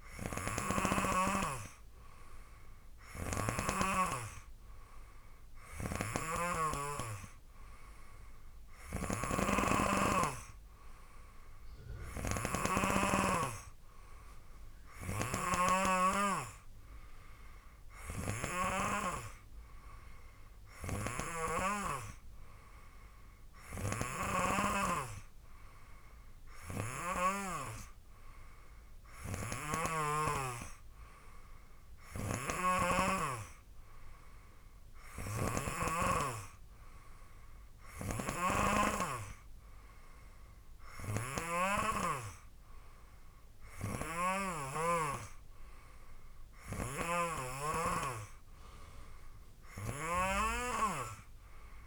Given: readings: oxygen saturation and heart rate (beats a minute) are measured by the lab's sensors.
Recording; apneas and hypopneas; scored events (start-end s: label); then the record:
breathing in sleep by a room microphone; none
0.50-7.00 s: snoring (device-marked)
9.00-22.00 s: snoring (device-marked)
24.00-45.00 s: snoring (device-marked)
47.00-51.87 s: snoring (device-marked)
From the record:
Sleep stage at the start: N3 (deep sleep); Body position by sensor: on the right side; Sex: male